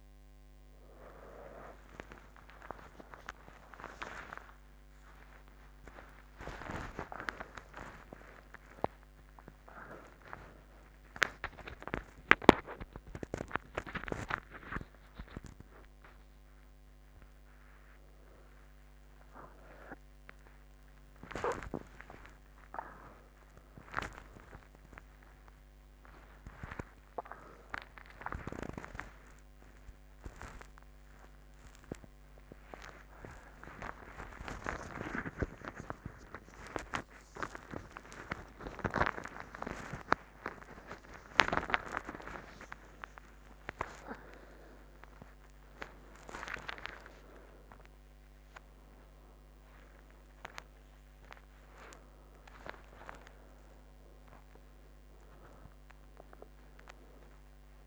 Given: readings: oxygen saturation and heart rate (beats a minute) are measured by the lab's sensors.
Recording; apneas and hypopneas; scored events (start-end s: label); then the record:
a person awake in a sleep study, by a microphone on the trachea; none
55.00-57.87 s: oxygen desaturation (device-marked, oxygen 99% before, 96% lowest)
From the record:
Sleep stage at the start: awake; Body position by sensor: on the right side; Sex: female